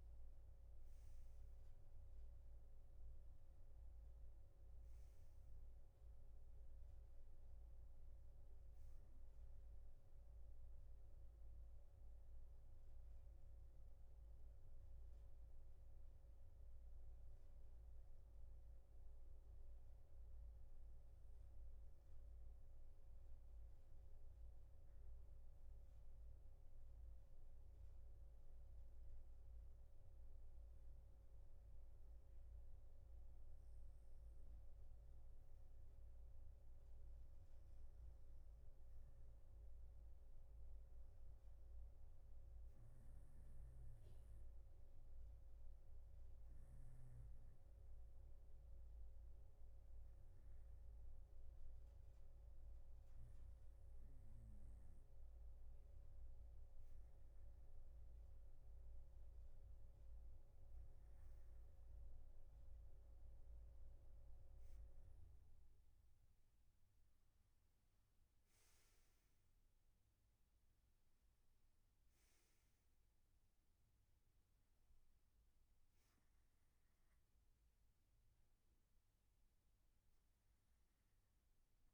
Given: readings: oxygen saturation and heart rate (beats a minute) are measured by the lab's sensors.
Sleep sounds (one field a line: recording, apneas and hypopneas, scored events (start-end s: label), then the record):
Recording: breathing in sleep, hard to hear, by a room microphone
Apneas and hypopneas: 1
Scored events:
11.50-29.00 s: hypopnea (oxygen 96% before, 95% lowest, heart rate 64 before, 60 extreme, up 0 after)
From the record:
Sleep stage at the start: N3 (deep sleep)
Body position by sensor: on the right side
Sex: male